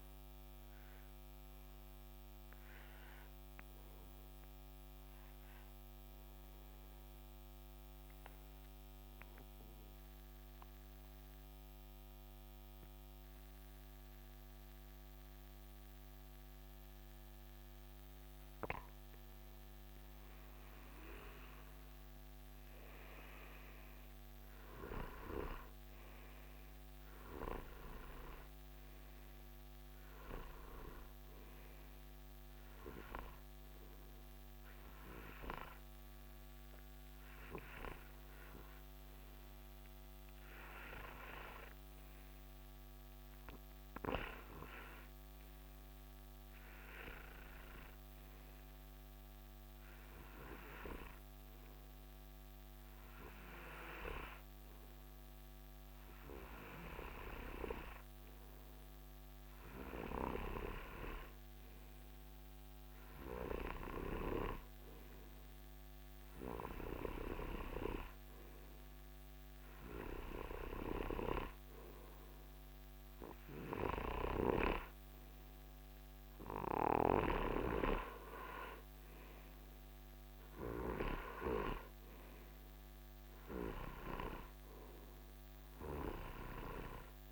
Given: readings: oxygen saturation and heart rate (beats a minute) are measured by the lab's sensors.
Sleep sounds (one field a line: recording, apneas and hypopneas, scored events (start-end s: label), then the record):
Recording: breathing in sleep by a microphone on the trachea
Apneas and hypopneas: 2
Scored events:
6.00-19.50 s: obstructive apnea (oxygen 96% before, 92% lowest, heart rate 71 before, 65 extreme, up 4 after)
21.00-25.00 s: arousal
49.50-61.50 s: obstructive apnea (oxygen 97% before, 91% lowest, heart rate 69 before, 67 extreme, up 6 after)
52.50-67.50 s: oxygen desaturation (device-marked, oxygen 96% before, 92% lowest, heart rate 68 before, 69 extreme)
63.00-65.50 s: arousal
74.50-82.00 s: snoring (device-marked)
From the record:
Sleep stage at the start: N2 (light sleep)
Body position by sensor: on the right side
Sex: male